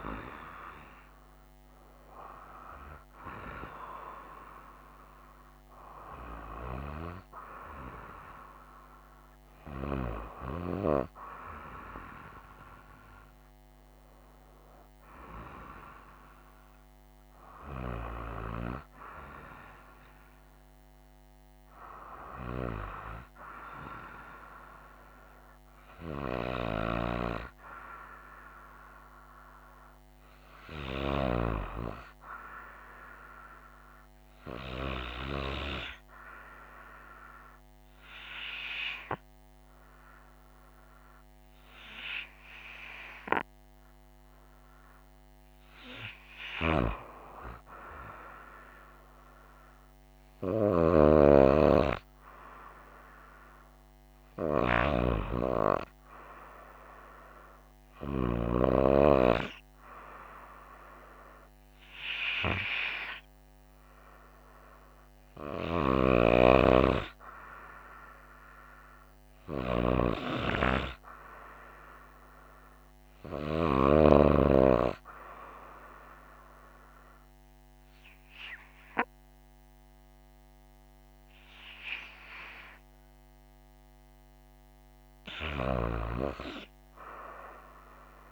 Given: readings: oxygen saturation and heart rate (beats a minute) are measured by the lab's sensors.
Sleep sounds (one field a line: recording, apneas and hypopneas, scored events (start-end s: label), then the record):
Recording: breathing in sleep by a microphone on the trachea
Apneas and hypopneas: 1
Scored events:
34.00-46.00 s: hypopnea (oxygen 97% before, 94% lowest, heart rate 65 before, 60 extreme, up 2 after)
48.50-52.50 s: arousal
From the record:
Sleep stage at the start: N2 (light sleep)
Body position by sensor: on the right side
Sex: female